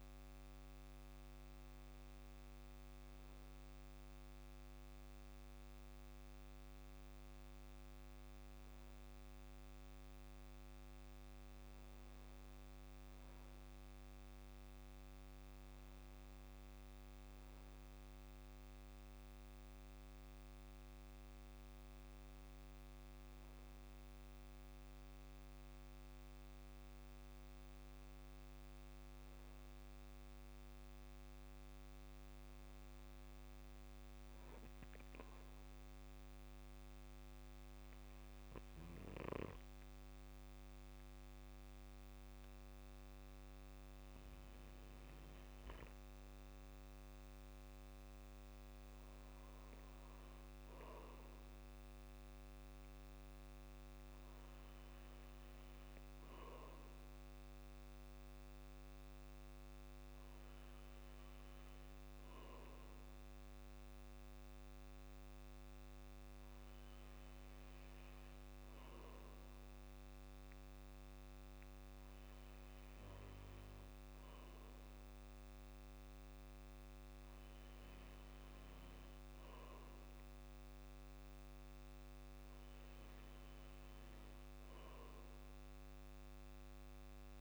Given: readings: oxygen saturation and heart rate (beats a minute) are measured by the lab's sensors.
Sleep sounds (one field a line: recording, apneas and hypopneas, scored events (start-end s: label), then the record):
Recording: breathing in sleep, hard to hear, by a microphone on the trachea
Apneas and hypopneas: none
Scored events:
26.50-28.50 s: long interval between heartbeats (device-marked, heart rate 54 before, 59 extreme)
From the record:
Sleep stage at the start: N2 (light sleep)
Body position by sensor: on the back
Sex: male